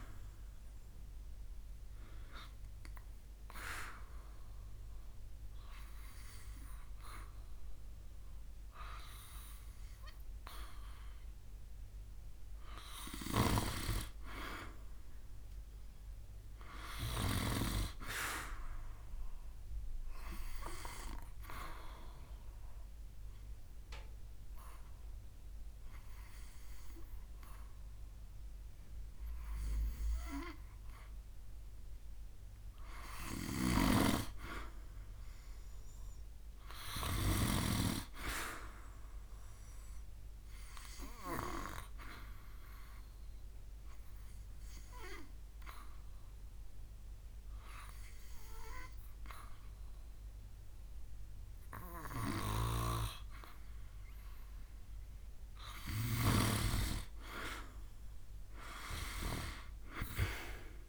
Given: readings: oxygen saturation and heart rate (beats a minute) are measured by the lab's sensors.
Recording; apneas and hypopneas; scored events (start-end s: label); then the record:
breathing in sleep by a room microphone; 2
0.00-1.00 s: arousal
20.50-31.00 s: obstructive apnea (oxygen 96% before, 91% lowest, heart rate 74 before, 66 extreme, up 2 after)
24.00-42.00 s: oxygen desaturation (device-marked, oxygen 96% before, 92% lowest, heart rate 72 before, 66 extreme)
33.00-37.50 s: snoring (device-marked)
34.00-37.50 s: arousal
42.50-54.00 s: obstructive apnea (oxygen 96% before, 91% lowest, heart rate 69 before, 66 extreme, up 12 after)
From the record:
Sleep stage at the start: N2 (light sleep); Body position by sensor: on the back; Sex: male